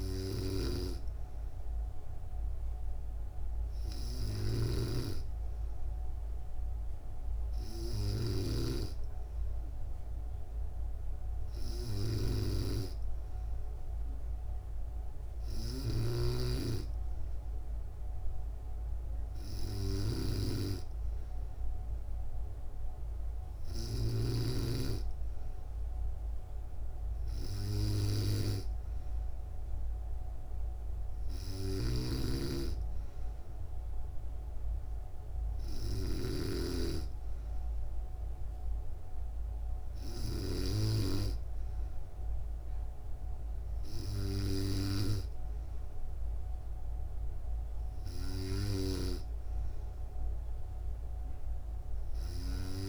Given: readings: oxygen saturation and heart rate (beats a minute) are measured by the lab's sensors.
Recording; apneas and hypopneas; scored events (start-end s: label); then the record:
breathing in sleep by a room microphone; none
4.00-8.00 s: snoring (device-marked)
15.00-24.00 s: snoring (device-marked)
31.00-36.00 s: snoring (device-marked)
From the record:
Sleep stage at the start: N2 (light sleep); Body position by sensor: on the back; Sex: female